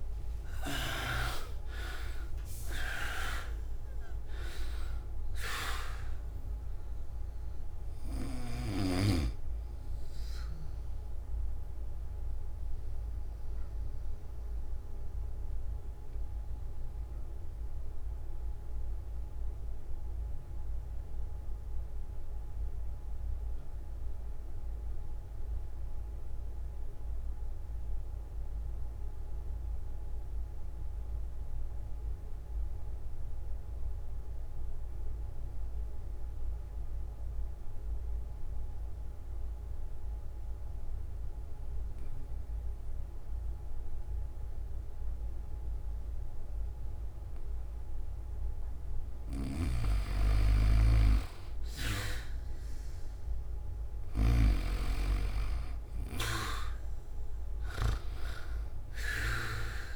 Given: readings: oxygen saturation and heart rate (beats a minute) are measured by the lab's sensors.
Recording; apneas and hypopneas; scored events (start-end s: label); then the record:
breathing in sleep by a room microphone; 1
0.00-1.00 s: snoring (device-marked)
0.00-29.00 s: oxygen desaturation (device-marked, oxygen 79% lowest)
10.50-48.50 s: mixed apnea (oxygen 94% before, 79% lowest)
46.00-59.96 s: oxygen desaturation (device-marked, oxygen 100% before, 81% lowest)
49.00-54.00 s: snoring (device-marked)
From the record:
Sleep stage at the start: N3 (deep sleep); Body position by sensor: on the back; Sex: male